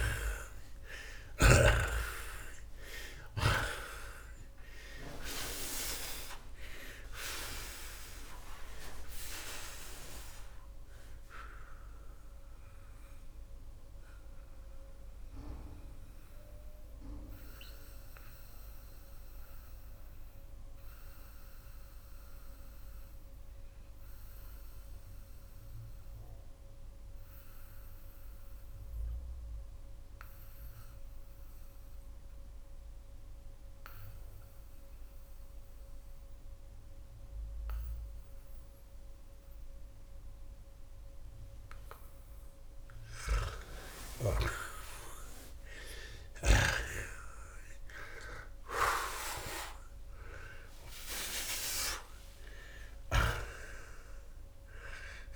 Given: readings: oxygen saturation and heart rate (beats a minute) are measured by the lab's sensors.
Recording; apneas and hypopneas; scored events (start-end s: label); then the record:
breathing in sleep by a room microphone; 1
0.00-1.50 s: arousal
0.00-1.50 s: snoring (device-marked)
12.00-41.50 s: mixed apnea (oxygen 94% before, 78% lowest)
31.50-48.50 s: oxygen desaturation (device-marked, oxygen 93% before, 78% lowest)
47.00-50.50 s: arousal
From the record:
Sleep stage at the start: REM sleep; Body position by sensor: on the back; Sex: male